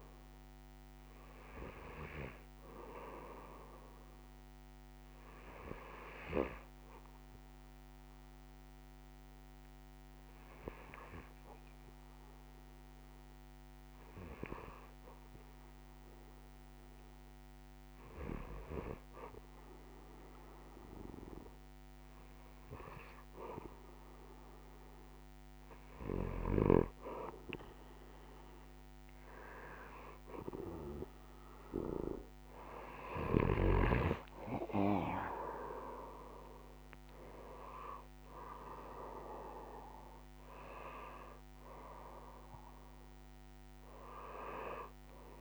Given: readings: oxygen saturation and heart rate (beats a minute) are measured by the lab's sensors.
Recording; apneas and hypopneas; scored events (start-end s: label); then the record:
breathing in sleep by a microphone on the trachea; 1
6.50-20.00 s: hypopnea (oxygen 95% before, 93% lowest)
29.50-34.00 s: arousal
From the record:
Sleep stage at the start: N2 (light sleep); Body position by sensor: on the right side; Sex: male